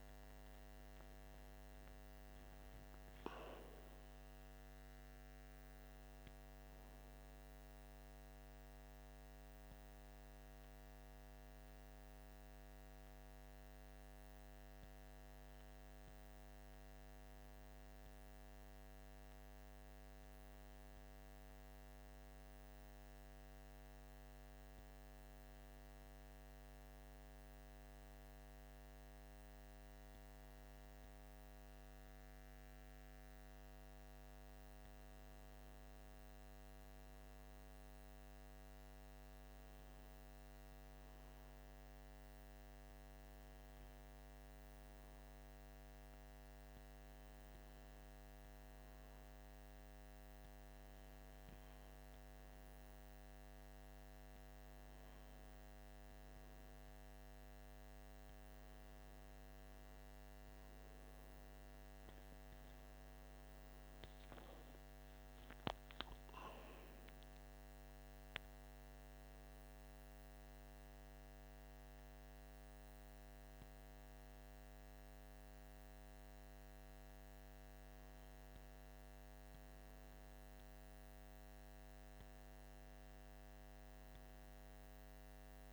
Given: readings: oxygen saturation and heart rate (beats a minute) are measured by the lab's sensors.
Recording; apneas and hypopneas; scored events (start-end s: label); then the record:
breathing in sleep, hard to hear, by a microphone on the trachea; none
none scored
From the record:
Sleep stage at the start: N1 (lightest sleep); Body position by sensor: on the right side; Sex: male